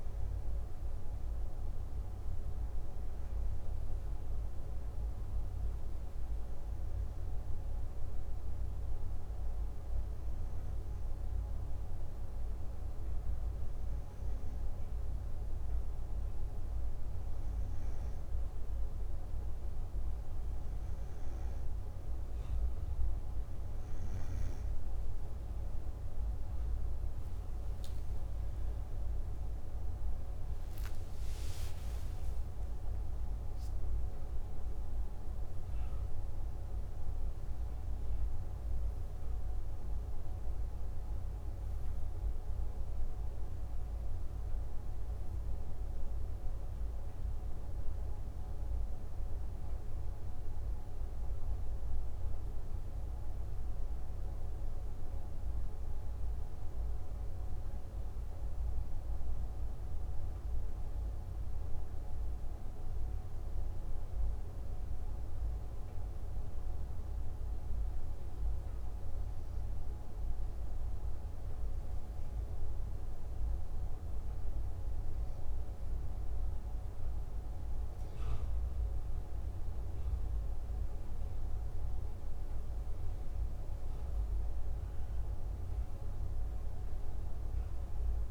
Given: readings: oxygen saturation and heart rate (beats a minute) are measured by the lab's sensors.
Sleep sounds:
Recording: breathing in sleep, hard to hear, by a room microphone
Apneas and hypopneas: 2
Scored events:
5.00-26.00 s: hypopnea (oxygen 97% before, 95% lowest, heart rate 61 before, 60 extreme, up 9 after)
28.50-32.50 s: arousal
67.50-80.50 s: obstructive apnea (oxygen 97% before, 95% lowest, heart rate 61 before, 59 extreme, up 5 after)
82.50-86.00 s: arousal
From the record:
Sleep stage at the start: N2 (light sleep)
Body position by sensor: on the back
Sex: male

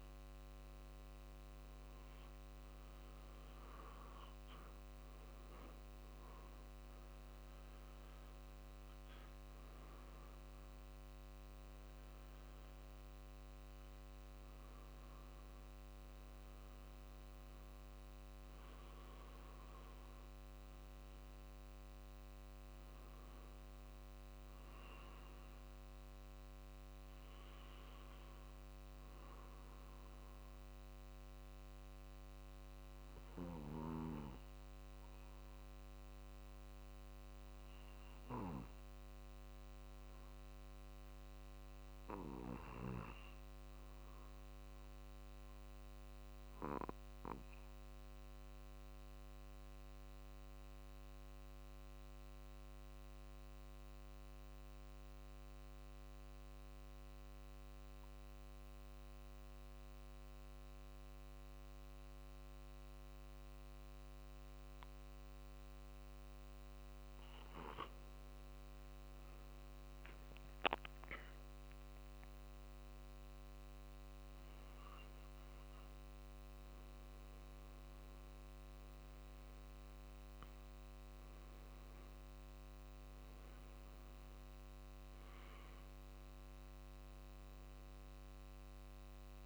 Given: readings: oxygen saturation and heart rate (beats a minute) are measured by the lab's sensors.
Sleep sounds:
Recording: breathing in sleep by a microphone on the trachea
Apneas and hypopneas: 1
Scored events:
0.00-12.50 s: oxygen desaturation (device-marked, oxygen 91% lowest, heart rate 48 extreme)
4.50-23.50 s: drop in pulse transit time (device-marked, heart rate 48 before, 50 extreme)
22.50-26.50 s: arousal
30.50-66.00 s: obstructive apnea (oxygen 93% before, 86% lowest, heart rate 51 before, 47 extreme, up 4 after)
33.50-58.50 s: oxygen desaturation (device-marked, oxygen 93% before, 86% lowest, heart rate 50 before, 47 extreme)
68.50-72.00 s: arousal
72.50-85.50 s: drop in pulse transit time (device-marked, heart rate 48 before, 50 extreme)
From the record:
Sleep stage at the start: REM sleep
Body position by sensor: on the back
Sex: male

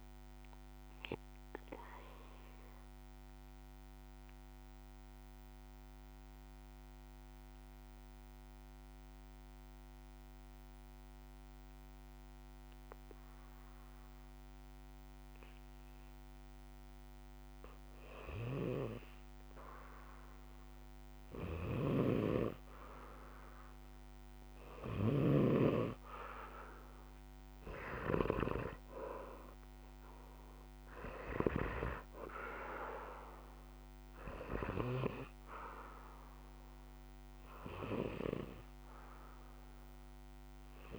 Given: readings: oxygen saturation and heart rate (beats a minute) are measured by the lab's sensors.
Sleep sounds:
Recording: breathing in sleep by a microphone on the trachea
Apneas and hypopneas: 1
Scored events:
0.50-17.50 s: obstructive apnea (oxygen 97% before, 91% lowest, heart rate 66 before, 60 extreme, up 3 after)
20.00-23.50 s: arousal
20.50-40.99 s: oxygen desaturation (device-marked, oxygen 96% before, 91% lowest, heart rate 62 before, 58 extreme)
21.50-25.50 s: snoring (device-marked)
From the record:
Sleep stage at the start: N2 (light sleep)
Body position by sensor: on the back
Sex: male

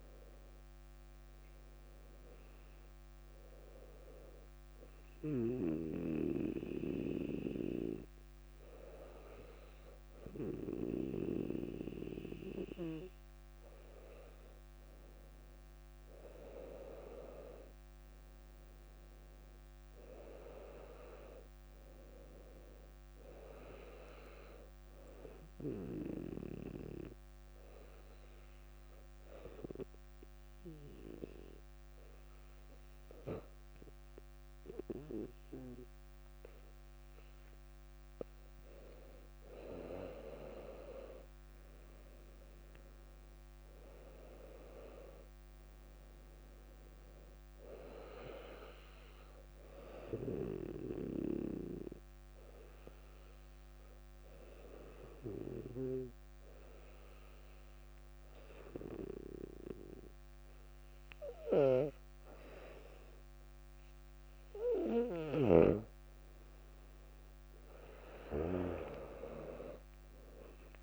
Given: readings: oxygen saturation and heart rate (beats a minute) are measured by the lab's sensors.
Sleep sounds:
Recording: breathing in sleep by a microphone on the trachea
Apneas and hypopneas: 3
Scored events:
4.00-14.50 s: hypopnea (oxygen 98% before, 97% lowest, heart rate 60 before, 58 extreme, up 0 after)
17.00-21.00 s: arousal
25.00-37.00 s: obstructive apnea (oxygen 99% before, 96% lowest, heart rate 59 before, 57 extreme, up 3 after)
41.50-45.50 s: arousal
49.50-63.00 s: hypopnea (oxygen 99% before, 95% lowest, heart rate 61 before, 57 extreme, up 2 after)
61.00-70.83 s: new sleep stage, N2 (light sleep)
From the record:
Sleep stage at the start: REM sleep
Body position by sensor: on the back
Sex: female

